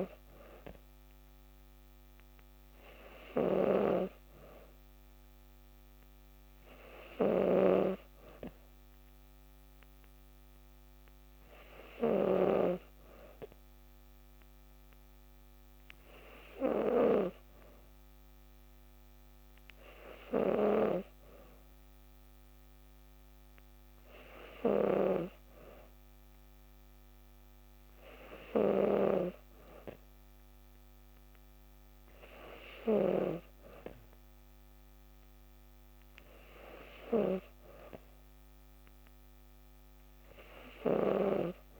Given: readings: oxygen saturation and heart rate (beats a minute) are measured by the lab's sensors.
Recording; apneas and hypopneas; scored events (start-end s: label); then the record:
breathing in sleep by a microphone on the trachea; none
0.00-12.50 s: snoring (device-marked)
From the record:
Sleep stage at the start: N2 (light sleep); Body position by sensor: on the back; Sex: female